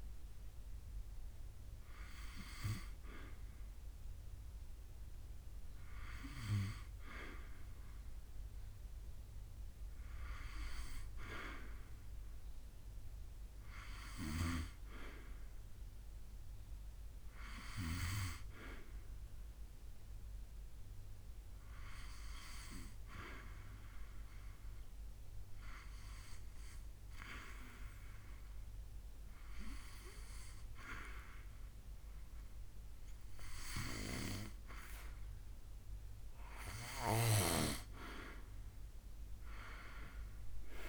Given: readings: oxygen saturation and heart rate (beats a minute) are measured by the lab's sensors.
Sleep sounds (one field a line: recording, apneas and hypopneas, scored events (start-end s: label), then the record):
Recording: breathing in sleep by a room microphone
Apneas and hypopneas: 1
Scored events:
0.00-14.50 s: oxygen desaturation (device-marked, oxygen 85% lowest, heart rate 74 extreme)
23.00-35.50 s: hypopnea (oxygen 96% before, 94% lowest, heart rate 82 before, 74 extreme, up 8 after)
39.00-40.89 s: arousal
From the record:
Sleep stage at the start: N2 (light sleep)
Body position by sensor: on the back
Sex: male